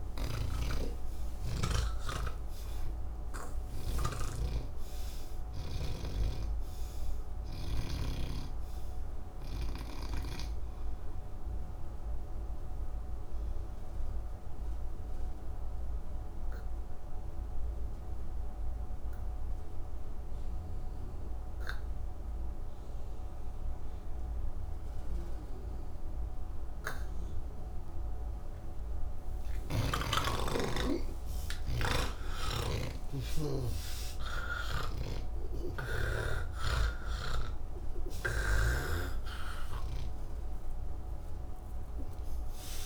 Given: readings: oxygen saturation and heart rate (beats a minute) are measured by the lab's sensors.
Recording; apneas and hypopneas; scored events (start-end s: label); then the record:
breathing in sleep by a room microphone; 1
0.00-8.00 s: snoring (device-marked)
0.00-22.00 s: oxygen desaturation (device-marked, oxygen 86% lowest, heart rate 138 extreme)
11.50-28.50 s: obstructive apnea (oxygen 97% before, 84% lowest, heart rate 170 before, 138 extreme, up 5 after)
37.00-42.86 s: snoring (device-marked)
38.00-42.86 s: oxygen desaturation (device-marked, oxygen 97% before, 84% lowest, heart rate 185 before, 158 extreme)
From the record:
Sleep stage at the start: N2 (light sleep); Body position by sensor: on the back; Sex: male